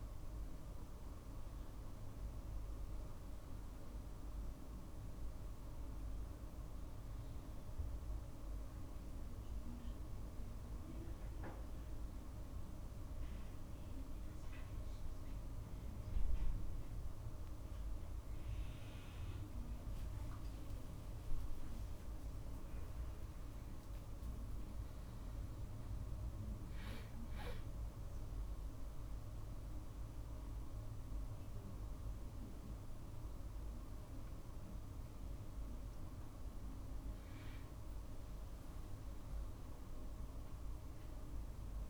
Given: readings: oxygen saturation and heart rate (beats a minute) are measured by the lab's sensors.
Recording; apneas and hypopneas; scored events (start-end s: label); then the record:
a person awake in a sleep study, hard to hear, by a room microphone; none
14.50-41.89 s: new sleep stage, awake
From the record:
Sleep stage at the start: N2 (light sleep); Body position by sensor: on the right side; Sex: male